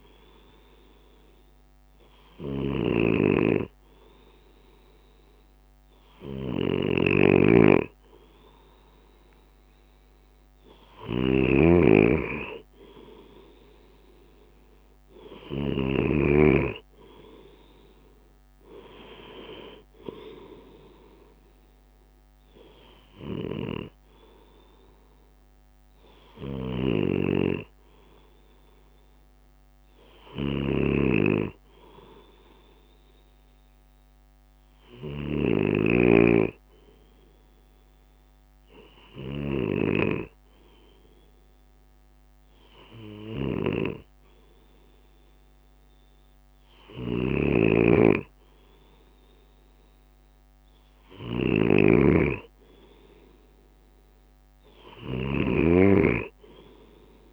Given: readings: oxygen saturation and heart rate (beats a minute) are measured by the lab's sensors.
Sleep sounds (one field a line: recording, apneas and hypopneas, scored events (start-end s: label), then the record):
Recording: breathing in sleep by a microphone on the trachea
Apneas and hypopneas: none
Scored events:
7.00-11.50 s: snoring (device-marked)
From the record:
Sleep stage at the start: N2 (light sleep)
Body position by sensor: on the left side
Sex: male